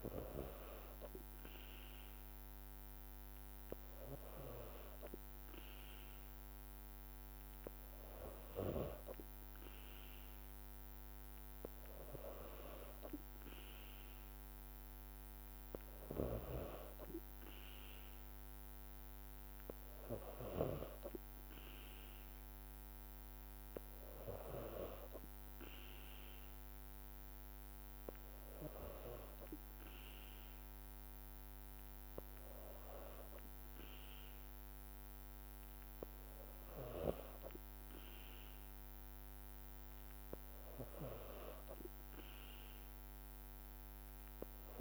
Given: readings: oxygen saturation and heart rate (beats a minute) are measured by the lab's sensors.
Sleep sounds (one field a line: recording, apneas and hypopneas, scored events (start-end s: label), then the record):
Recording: breathing in sleep by a microphone on the trachea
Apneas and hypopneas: none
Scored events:
none scored
From the record:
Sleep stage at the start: N2 (light sleep)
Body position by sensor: on the back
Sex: female